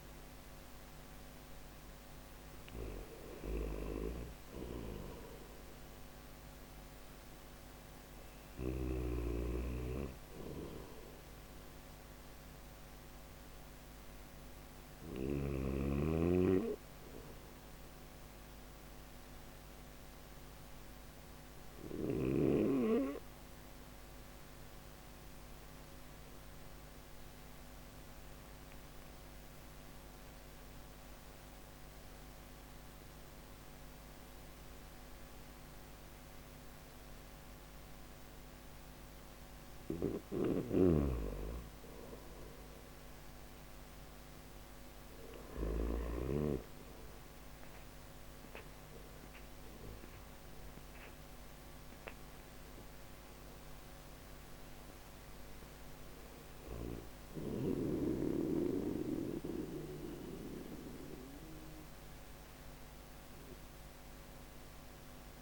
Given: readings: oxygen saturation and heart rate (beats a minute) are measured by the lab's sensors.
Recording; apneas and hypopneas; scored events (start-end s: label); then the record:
breathing in sleep by a microphone on the trachea; none
2.00-20.00 s: oxygen desaturation (device-marked, oxygen 98% before, 93% lowest, heart rate 63 before, 64 extreme)
3.00-8.00 s: snoring (device-marked)
39.00-45.00 s: snoring (device-marked)
44.00-65.42 s: oxygen desaturation (device-marked, oxygen 97% before, 92% lowest, heart rate 67 before, 62 extreme)
From the record:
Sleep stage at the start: N1 (lightest sleep); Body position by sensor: on the back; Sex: male